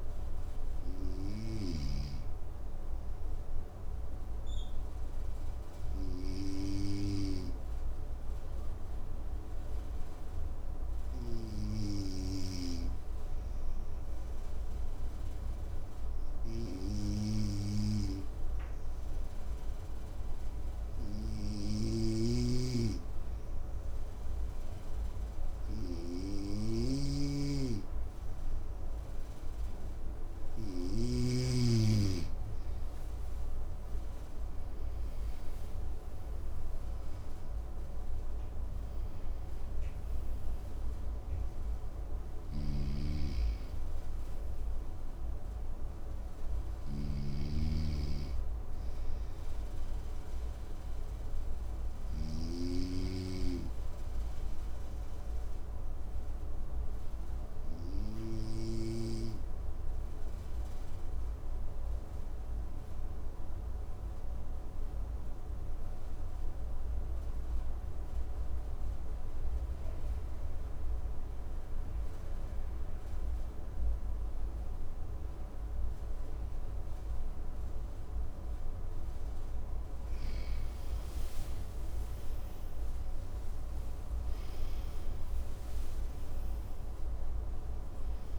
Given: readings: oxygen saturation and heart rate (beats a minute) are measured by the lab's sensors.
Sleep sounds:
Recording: breathing in sleep by a room microphone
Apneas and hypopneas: 2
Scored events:
0.00-1.50 s: snoring (device-marked)
4.00-30.50 s: hypopnea (oxygen 95% before, 94% lowest, heart rate 63 before, 55 extreme, up 11 after)
21.50-30.50 s: snoring (device-marked)
33.00-38.00 s: arousal
42.00-52.00 s: snoring (device-marked)
53.00-78.00 s: obstructive apnea (oxygen 98% before, 93% lowest, heart rate 63 before, 53 extreme, up 11 after)
76.00-88.39 s: oxygen desaturation (device-marked, oxygen 99% before, 93% lowest, heart rate 55 before, 55 extreme)
80.00-84.50 s: arousal
From the record:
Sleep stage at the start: N2 (light sleep)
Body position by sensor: on the right side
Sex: male

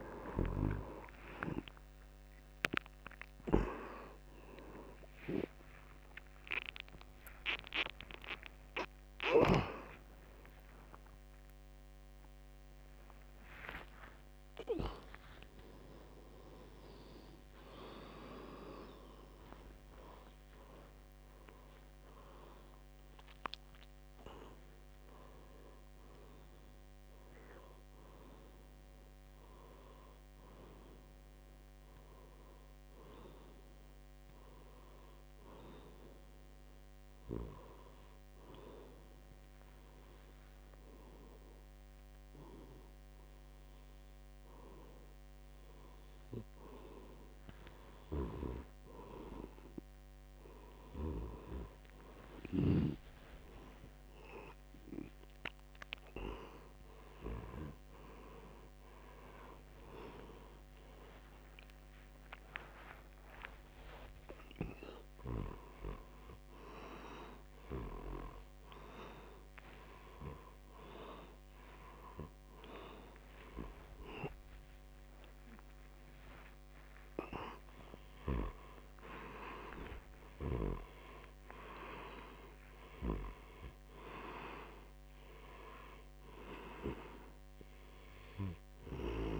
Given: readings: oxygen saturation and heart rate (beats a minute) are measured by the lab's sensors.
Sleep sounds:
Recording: a person awake in a sleep study, by a microphone on the trachea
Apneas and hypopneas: none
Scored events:
0.00-17.50 s: oxygen desaturation (device-marked, oxygen 80% lowest, heart rate 79 extreme)
1.50-3.50 s: long interval between heartbeats (device-marked, heart rate 84 before, 103 extreme)
7.50-9.50 s: long interval between heartbeats (device-marked, heart rate 91 before, 107 extreme)
8.50-68.50 s: new sleep stage, awake
13.00-15.00 s: long interval between heartbeats (device-marked, heart rate 98 before, 118 extreme)
48.00-53.00 s: snoring (device-marked)
51.50-65.50 s: oxygen desaturation (device-marked, oxygen 98% before, 94% lowest, heart rate 91 before, 92 extreme)
63.00-65.00 s: long interval between heartbeats (device-marked, heart rate 90 before, 112 extreme)
68.50-89.40 s: new sleep stage, N1 (lightest sleep)
74.00-76.00 s: long interval between heartbeats (device-marked, heart rate 100 before, 108 extreme)
From the record:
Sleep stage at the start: N2 (light sleep)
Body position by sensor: on the back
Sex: male

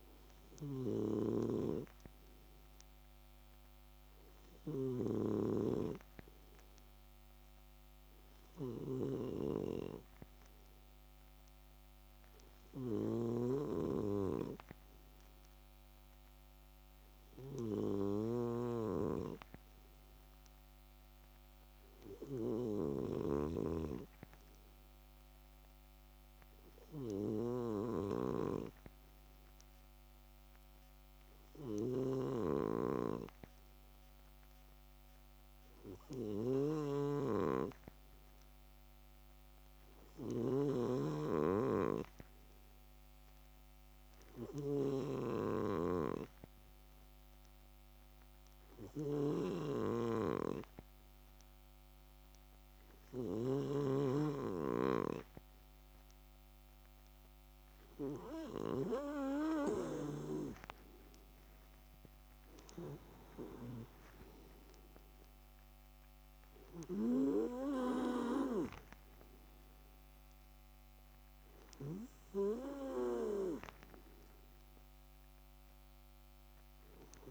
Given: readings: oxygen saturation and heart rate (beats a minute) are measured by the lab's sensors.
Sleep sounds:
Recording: breathing in sleep by a microphone on the trachea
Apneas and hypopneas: 1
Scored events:
0.00-23.00 s: snoring (device-marked)
12.50-57.00 s: hypopnea (oxygen 99% before, 94% lowest)
31.50-53.50 s: snoring (device-marked)
61.50-65.00 s: arousal
From the record:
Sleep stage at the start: N2 (light sleep)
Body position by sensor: on the left side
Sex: male

